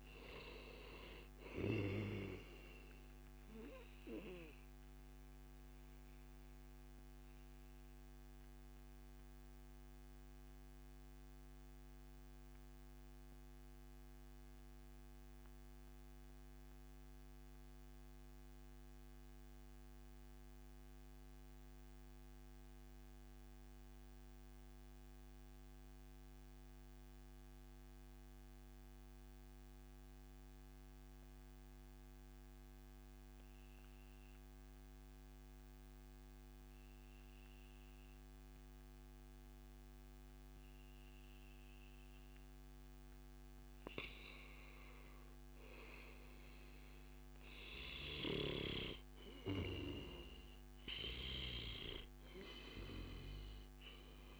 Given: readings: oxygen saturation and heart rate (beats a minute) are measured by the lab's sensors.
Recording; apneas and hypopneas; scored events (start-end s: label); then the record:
breathing in sleep by a microphone on the trachea; 1
0.00-21.00 s: oxygen desaturation (device-marked, oxygen 91% lowest, heart rate 90 extreme)
5.00-7.00 s: long interval between heartbeats (device-marked, heart rate 128 before, 131 extreme)
5.00-42.50 s: mixed apnea (oxygen 98% before, 91% lowest, heart rate 128 before, 87 extreme, up 1 after)
45.50-49.50 s: arousal
From the record:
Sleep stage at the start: N2 (light sleep); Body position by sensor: on the back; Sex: male